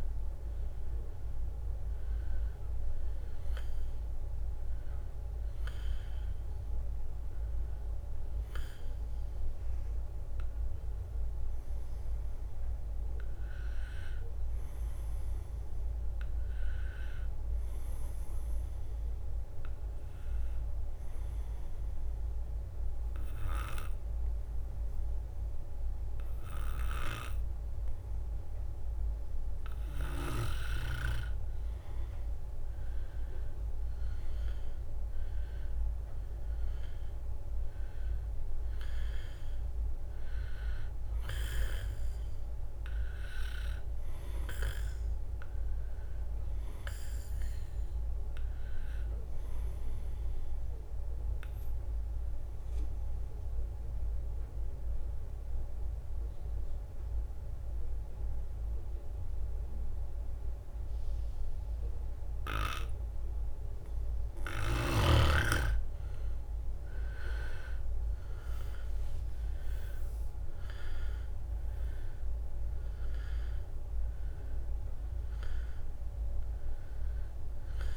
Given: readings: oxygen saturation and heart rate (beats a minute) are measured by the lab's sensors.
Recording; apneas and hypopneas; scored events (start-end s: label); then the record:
breathing in sleep by a room microphone; 2
0.00-6.50 s: drop in pulse transit time (device-marked, heart rate 68 extreme)
0.00-18.50 s: oxygen desaturation (device-marked, oxygen 92% lowest, heart rate 64 extreme)
21.50-31.50 s: obstructive apnea (oxygen 97% before, 90% lowest, heart rate 67 before, 65 extreme, up 8 after)
32.50-34.00 s: leg movement (device-marked)
32.50-45.50 s: drop in pulse transit time (device-marked, heart rate 66 before, 68 extreme)
33.50-37.00 s: arousal
39.50-51.50 s: oxygen desaturation (device-marked, oxygen 97% before, 93% lowest, heart rate 68 before, 66 extreme)
51.50-65.00 s: obstructive apnea (oxygen 97% before, 90% lowest, heart rate 70 before, 66 extreme, up 8 after)
66.00-69.00 s: arousal
67.50-77.97 s: drop in pulse transit time (device-marked, heart rate 68 before, 70 extreme)
70.50-77.97 s: oxygen desaturation (device-marked, oxygen 97% before, 90% lowest, heart rate 68 before, 62 extreme)
From the record:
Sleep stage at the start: N2 (light sleep); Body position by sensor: on the back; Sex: male